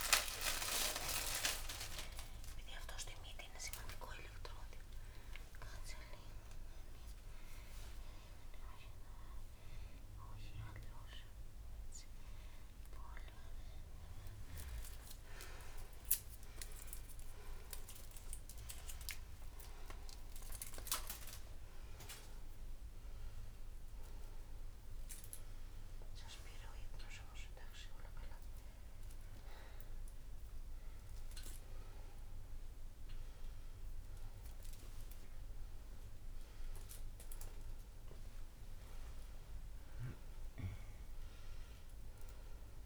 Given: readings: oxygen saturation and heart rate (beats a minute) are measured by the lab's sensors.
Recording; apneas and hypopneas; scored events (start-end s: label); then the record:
a person awake in a sleep study, by a room microphone; none
8.50-10.50 s: long interval between heartbeats (device-marked)
12.00-14.00 s: long interval between heartbeats (device-marked)
14.00-16.00 s: long interval between heartbeats (device-marked)
23.00-25.00 s: long interval between heartbeats (device-marked)
38.00-40.00 s: long interval between heartbeats (device-marked)
From the record:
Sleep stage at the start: awake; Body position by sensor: on the right side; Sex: female